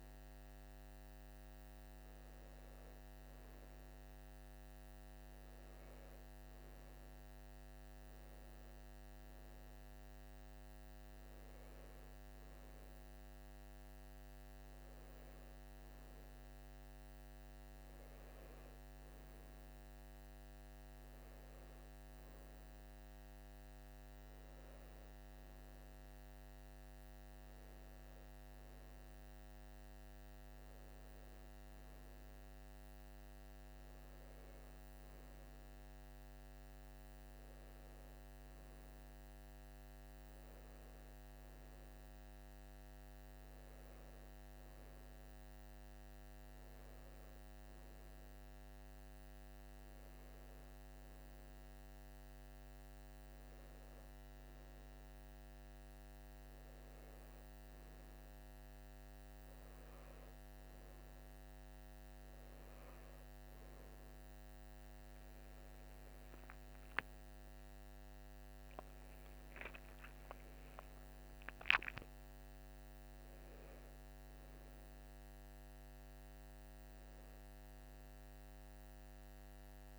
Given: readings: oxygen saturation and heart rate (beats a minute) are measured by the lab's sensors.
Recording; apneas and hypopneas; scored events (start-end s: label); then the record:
breathing in sleep, hard to hear, by a microphone on the trachea; none
66.50-72.00 s: arousal
From the record:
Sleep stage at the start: N2 (light sleep); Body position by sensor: on the right side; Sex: male